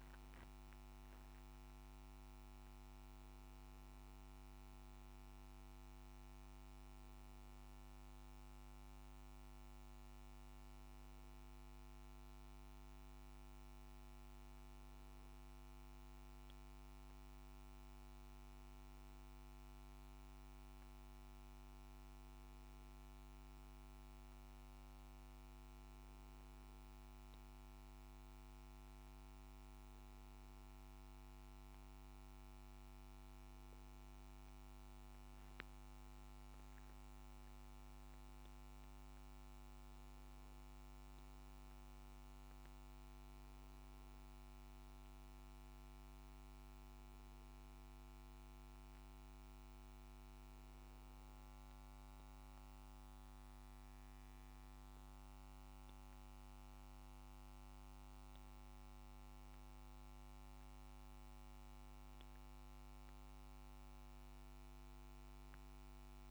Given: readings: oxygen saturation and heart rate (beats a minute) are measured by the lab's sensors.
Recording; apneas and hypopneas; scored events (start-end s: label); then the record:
a person partly awake in a sleep study, hard to hear, by a microphone on the trachea; none
2.50-62.50 s: new sleep stage, N2 (light sleep)
62.50-66.31 s: new sleep stage, N1 (lightest sleep)
From the record:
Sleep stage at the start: awake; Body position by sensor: on the back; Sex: male